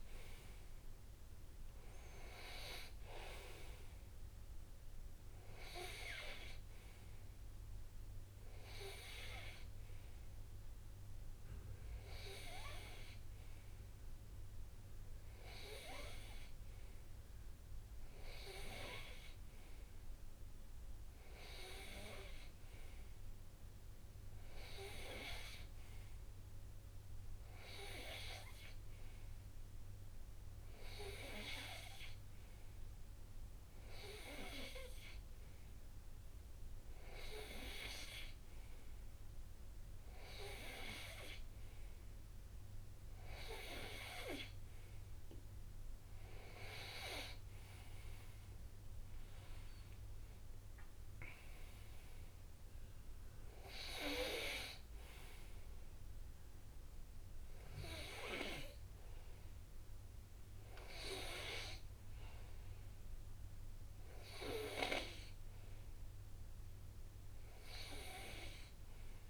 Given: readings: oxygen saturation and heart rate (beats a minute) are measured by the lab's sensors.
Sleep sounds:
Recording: breathing in sleep by a room microphone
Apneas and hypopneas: none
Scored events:
none scored
From the record:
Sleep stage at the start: N2 (light sleep)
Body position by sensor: on the right side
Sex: male

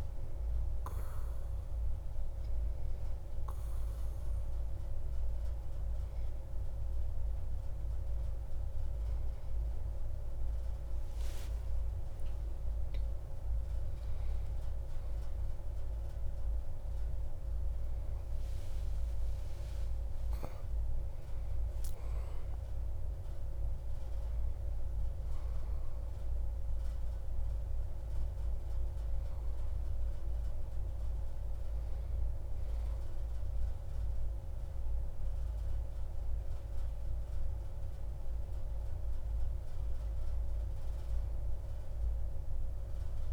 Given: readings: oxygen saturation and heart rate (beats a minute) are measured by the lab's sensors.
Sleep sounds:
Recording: breathing in sleep, hard to hear, by a room microphone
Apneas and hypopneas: none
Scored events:
11.50-17.50 s: arousal
From the record:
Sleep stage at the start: N2 (light sleep)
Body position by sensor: on the back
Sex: male

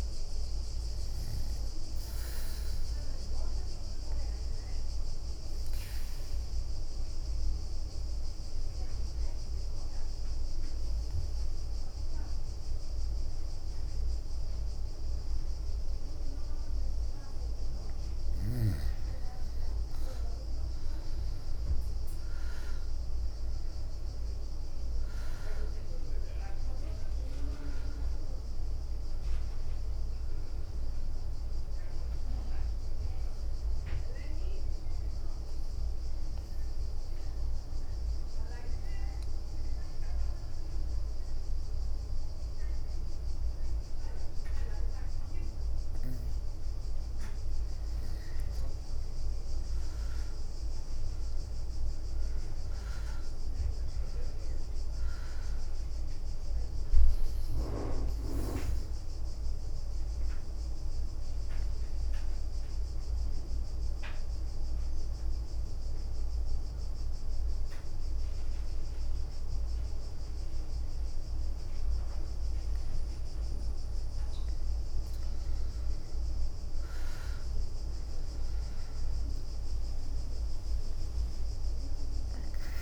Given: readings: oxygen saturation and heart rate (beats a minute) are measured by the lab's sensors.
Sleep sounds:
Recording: breathing in sleep, hard to hear, by a room microphone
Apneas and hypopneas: 3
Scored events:
0.00-14.00 s: oxygen desaturation (device-marked, oxygen 92% lowest, heart rate 57 extreme)
3.00-9.00 s: bradycardia (device-marked, heart rate 66 before, 57 extreme)
4.50-17.00 s: mixed apnea (oxygen 97% before, 89% lowest, heart rate 65 before, 57 extreme, up 14 after)
20.00-24.50 s: arousal
25.00-46.00 s: oxygen desaturation (device-marked, oxygen 97% before, 89% lowest, heart rate 62 before, 52 extreme)
30.00-40.00 s: bradycardia (device-marked, heart rate 65 before, 57 extreme)
33.00-46.50 s: mixed apnea (oxygen 97% before, 89% lowest, heart rate 66 before, 52 extreme, up 15 after)
48.50-52.50 s: arousal
57.00-70.00 s: bradycardia (device-marked, heart rate 65 before, 52 extreme)
59.00-70.00 s: oxygen desaturation (device-marked, oxygen 98% before, 93% lowest, heart rate 65 before, 52 extreme)
60.00-74.50 s: mixed apnea (oxygen 99% before, 91% lowest, heart rate 66 before, 52 extreme, up 21 after)
76.00-82.82 s: new sleep stage, awake
78.00-82.82 s: oxygen desaturation (device-marked, oxygen 98% before, 91% lowest, heart rate 58 before, 63 extreme)
80.00-82.00 s: leg movement (device-marked)
From the record:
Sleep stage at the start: N2 (light sleep)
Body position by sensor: on the back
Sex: female

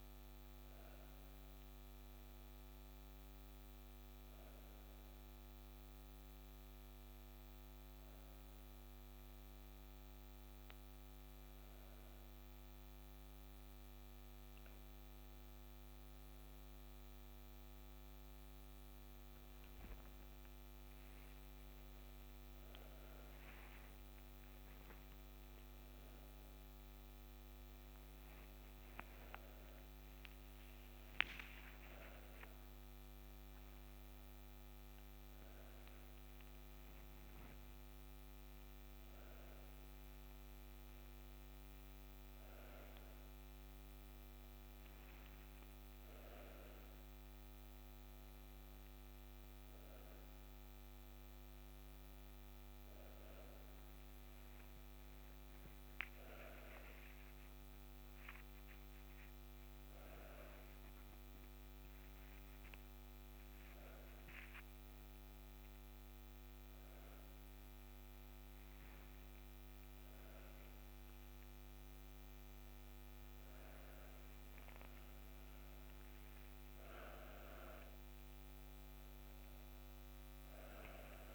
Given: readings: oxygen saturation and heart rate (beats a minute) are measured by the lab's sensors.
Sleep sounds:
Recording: a person awake in a sleep study, hard to hear, by a microphone on the trachea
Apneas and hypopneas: none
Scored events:
none scored
From the record:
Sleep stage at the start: awake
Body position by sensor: on the front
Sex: female

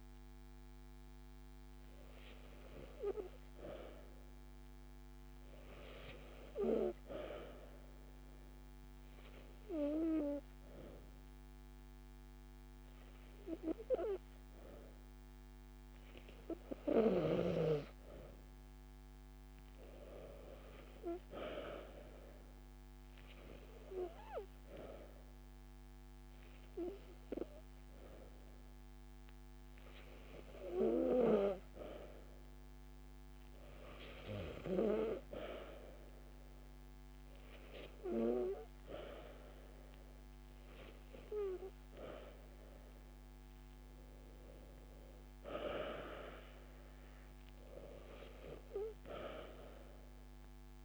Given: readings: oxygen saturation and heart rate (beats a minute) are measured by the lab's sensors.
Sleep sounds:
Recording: breathing in sleep by a microphone on the trachea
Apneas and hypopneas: 1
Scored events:
3.50-5.50 s: long interval between heartbeats (device-marked)
7.50-18.00 s: obstructive apnea (oxygen 96% before, 94% lowest)
20.00-23.50 s: arousal
21.50-23.50 s: long interval between heartbeats (device-marked)
43.00-45.00 s: long interval between heartbeats (device-marked)
From the record:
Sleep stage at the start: N2 (light sleep)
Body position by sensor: on the back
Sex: female

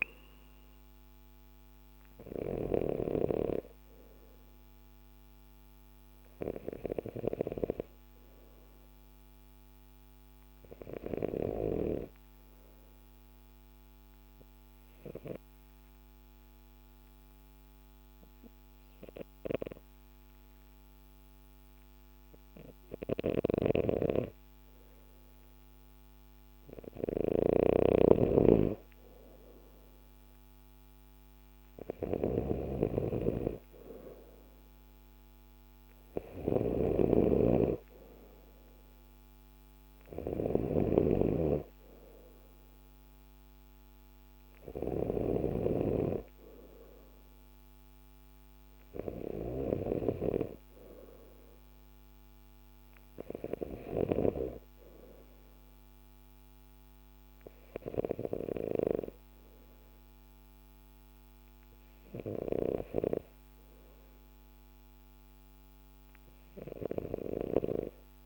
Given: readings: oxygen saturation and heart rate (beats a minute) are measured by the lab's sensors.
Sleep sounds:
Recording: breathing in sleep by a microphone on the trachea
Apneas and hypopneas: 1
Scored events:
3.50-7.00 s: arousal
11.50-24.00 s: obstructive apnea (oxygen 95% before, 92% lowest, heart rate 52 before, 49 extreme, up 1 after)
27.00-45.00 s: snoring (device-marked)
27.50-30.50 s: arousal
40.00-50.00 s: oxygen desaturation (device-marked, oxygen 95% before, 92% lowest, heart rate 50 before, 49 extreme)
From the record:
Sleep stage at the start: N2 (light sleep)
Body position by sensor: on the left side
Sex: male

